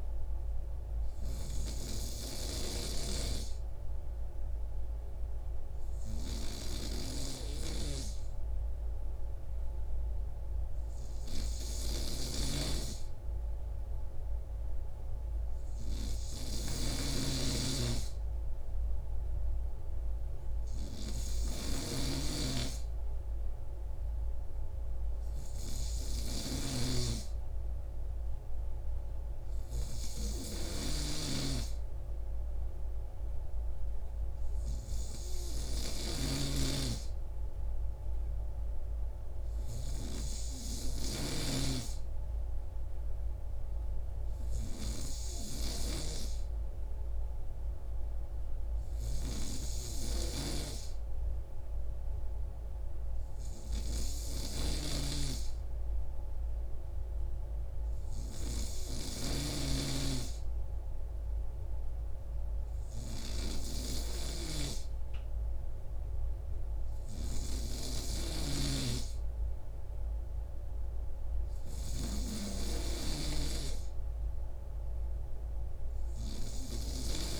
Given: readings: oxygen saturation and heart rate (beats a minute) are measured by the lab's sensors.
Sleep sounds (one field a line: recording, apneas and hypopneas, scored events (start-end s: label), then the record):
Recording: breathing in sleep by a room microphone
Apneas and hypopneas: none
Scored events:
none scored
From the record:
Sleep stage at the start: N3 (deep sleep)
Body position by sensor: on the right side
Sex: male